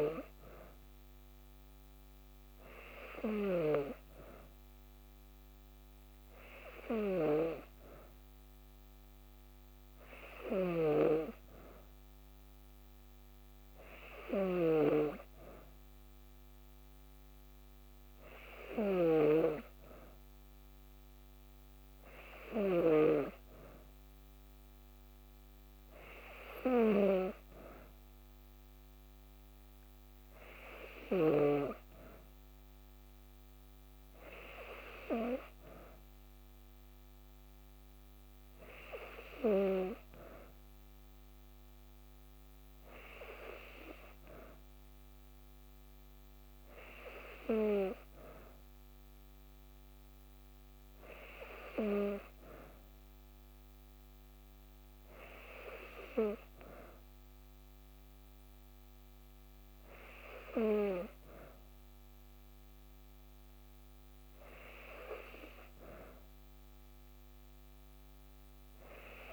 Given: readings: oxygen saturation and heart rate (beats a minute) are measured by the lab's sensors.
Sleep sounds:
breathing in sleep by a microphone on the trachea; none
10.00-19.00 s: snoring (device-marked)
From the record:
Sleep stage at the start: N2 (light sleep); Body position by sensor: on the back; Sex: female

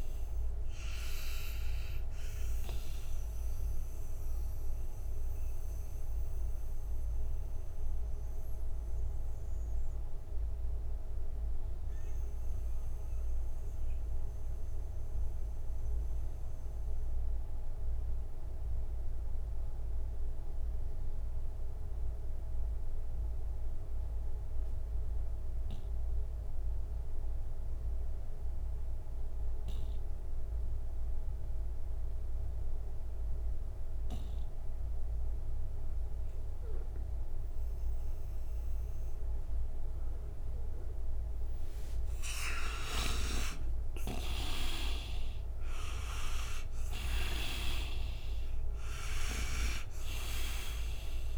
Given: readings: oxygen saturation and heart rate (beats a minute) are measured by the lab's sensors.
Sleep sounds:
breathing in sleep by a room microphone; 1
0.00-21.00 s: oxygen desaturation (device-marked, oxygen 81% lowest, heart rate 57 extreme)
2.00-42.00 s: mixed apnea (oxygen 99% before, 79% lowest, heart rate 63 before, 57 extreme, up 35 after)
36.00-51.38 s: oxygen desaturation (device-marked, oxygen 98% before, 79% lowest, heart rate 61 before, 58 extreme)
43.50-47.00 s: snoring (device-marked)
43.50-48.00 s: arousal
From the record:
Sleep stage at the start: N2 (light sleep); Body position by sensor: on the right side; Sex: male

